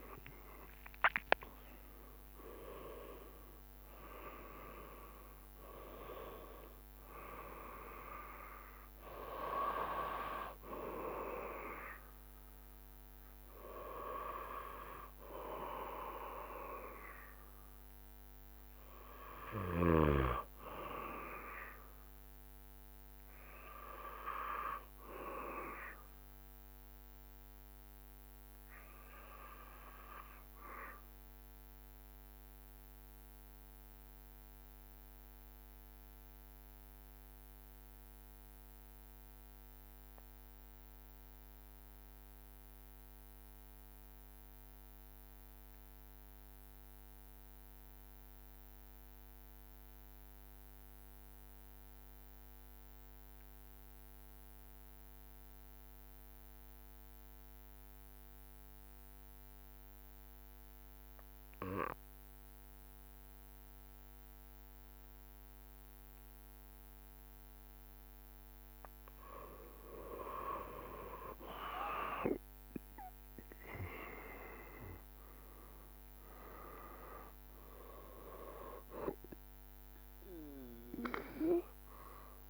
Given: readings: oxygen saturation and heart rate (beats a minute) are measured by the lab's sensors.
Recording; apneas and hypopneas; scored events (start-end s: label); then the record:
breathing in sleep by a microphone on the trachea; 1
0.00-1.50 s: arousal
0.00-13.00 s: drop in pulse transit time (device-marked, heart rate 73 extreme)
0.00-26.00 s: oxygen desaturation (device-marked, oxygen 87% lowest, heart rate 67 extreme)
26.00-67.00 s: obstructive apnea (oxygen 96% before, 92% lowest, heart rate 76 before, 65 extreme, up 2 after)
55.00-82.49 s: oxygen desaturation (device-marked, oxygen 97% before, 92% lowest, heart rate 69 before, 65 extreme)
71.50-75.50 s: arousal
72.00-82.49 s: drop in pulse transit time (device-marked, heart rate 68 before, 65 extreme)
From the record:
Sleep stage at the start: N2 (light sleep); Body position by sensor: on the back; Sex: male